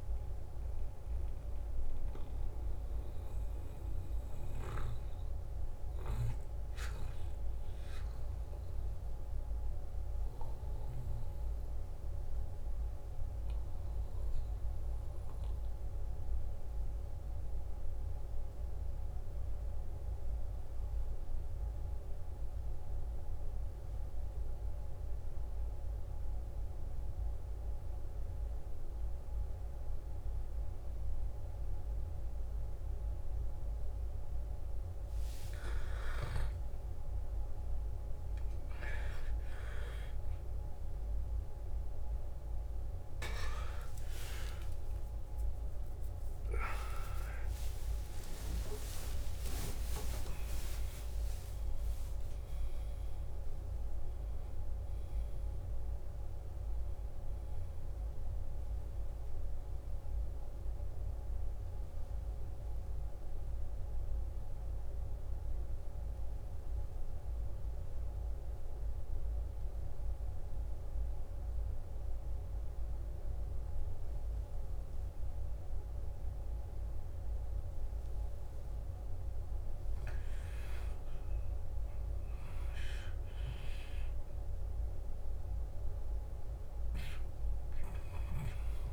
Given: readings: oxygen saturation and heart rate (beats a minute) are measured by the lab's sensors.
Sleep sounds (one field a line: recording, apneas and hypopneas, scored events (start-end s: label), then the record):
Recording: breathing in sleep by a room microphone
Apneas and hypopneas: 2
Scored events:
0.00-3.50 s: arousal
5.50-35.50 s: mixed apnea (oxygen 99% before, 89% lowest, heart rate 59 before, 55 extreme, up 15 after)
8.00-88.93 s: new sleep stage, N2 (light sleep)
27.00-49.00 s: oxygen desaturation (device-marked, oxygen 98% before, 90% lowest, heart rate 59 before, 55 extreme)
45.00-51.00 s: arousal
46.00-52.00 s: tachycardia (device-marked, heart rate 60 before, 117 extreme)
48.00-50.00 s: long interval between heartbeats (device-marked, heart rate 63 before, 85 extreme)
50.50-52.50 s: long interval between heartbeats (device-marked, heart rate 67 before, 117 extreme)
60.00-70.00 s: oxygen desaturation (device-marked, oxygen 92% before, 89% lowest, heart rate 86 before, 55 extreme)
66.00-79.00 s: central apnea (oxygen 94% before, 92% lowest, heart rate 85 before, 55 extreme, up 11 after)
80.50-84.50 s: arousal
84.00-88.93 s: oxygen desaturation (device-marked, oxygen 99% before, 92% lowest, heart rate 58 before, 55 extreme)
From the record:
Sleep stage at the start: N1 (lightest sleep)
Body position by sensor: on the back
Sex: male